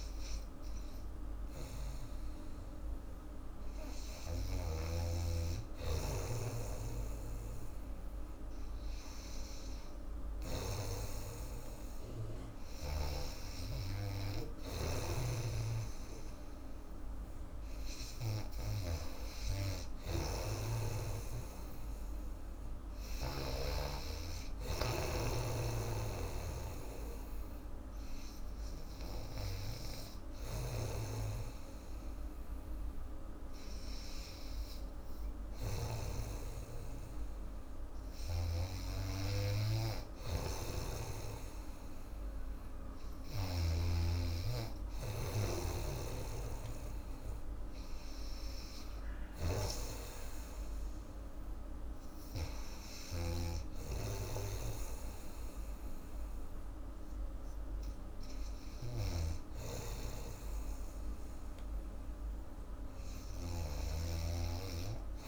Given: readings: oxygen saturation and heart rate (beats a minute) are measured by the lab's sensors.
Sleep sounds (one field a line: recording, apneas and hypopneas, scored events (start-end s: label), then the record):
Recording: breathing in sleep by a room microphone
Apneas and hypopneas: none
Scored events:
4.50-11.00 s: snoring (device-marked)
15.50-19.00 s: snoring (device-marked)
26.00-36.00 s: snoring (device-marked)
40.50-44.00 s: snoring (device-marked)
46.00-64.00 s: snoring (device-marked)
From the record:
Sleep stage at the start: N2 (light sleep)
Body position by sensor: on the back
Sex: female